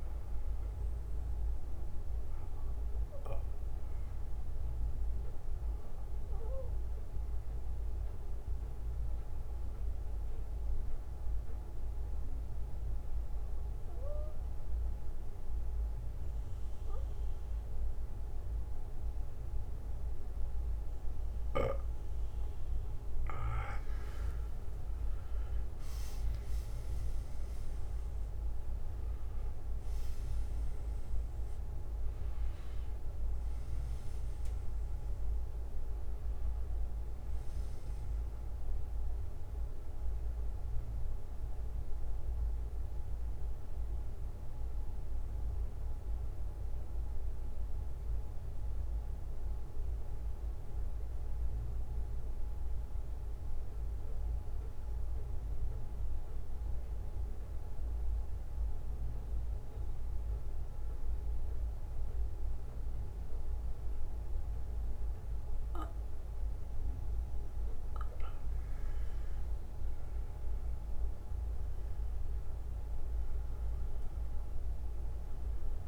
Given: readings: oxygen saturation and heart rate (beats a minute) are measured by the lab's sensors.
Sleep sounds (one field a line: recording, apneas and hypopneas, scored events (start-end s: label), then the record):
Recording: breathing in sleep, hard to hear, by a room microphone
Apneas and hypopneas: 2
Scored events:
0.00-1.50 s: oxygen desaturation (device-marked, oxygen 92% lowest, heart rate 49 extreme)
1.50-17.50 s: bradycardia (device-marked, heart rate 60 before, 49 extreme)
2.50-24.50 s: mixed apnea (oxygen 97% before, 92% lowest, heart rate 59 before, 48 extreme, up 16 after)
18.50-21.50 s: bradycardia (device-marked, heart rate 60 before, 53 extreme)
22.50-24.50 s: bradycardia (device-marked, heart rate 60 before, 53 extreme)
26.00-31.50 s: arousal
37.50-41.50 s: oxygen desaturation (device-marked, oxygen 95% before, 92% lowest, heart rate 61 before, 48 extreme)
39.50-66.50 s: bradycardia (device-marked, heart rate 60 before, 48 extreme)
44.00-67.50 s: central apnea (oxygen 97% before, 91% lowest, heart rate 63 before, 49 extreme, up 13 after)
72.00-75.88 s: arousal
From the record:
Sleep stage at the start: N2 (light sleep)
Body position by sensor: on the back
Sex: male